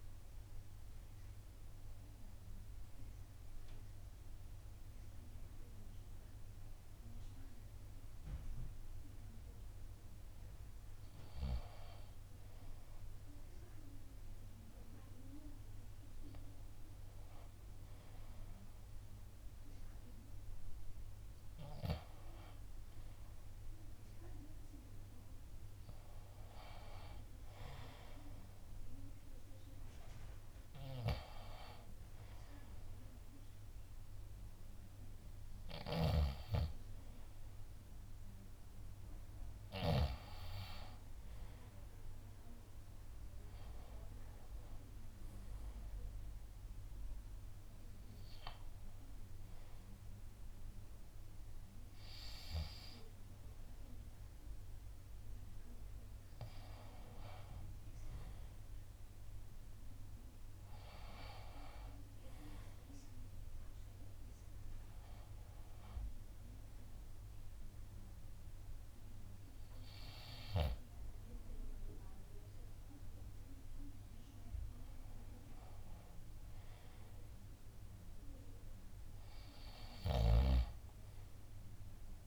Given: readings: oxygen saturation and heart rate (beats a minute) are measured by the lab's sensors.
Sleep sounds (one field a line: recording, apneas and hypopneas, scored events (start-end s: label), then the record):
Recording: breathing in sleep by a room microphone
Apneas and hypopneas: 2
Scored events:
6.00-17.00 s: hypopnea (oxygen 96% before, 89% lowest)
9.50-15.50 s: oxygen desaturation (device-marked, oxygen 94% before, 90% lowest)
19.00-22.00 s: arousal
21.50-45.50 s: oxygen desaturation (device-marked, oxygen 96% before, 90% lowest)
52.50-57.50 s: drop in pulse transit time (device-marked)
64.50-77.00 s: hypopnea (oxygen 92% before, 89% lowest)
78.50-82.00 s: arousal
From the record:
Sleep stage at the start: N2 (light sleep)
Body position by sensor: on the left side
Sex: male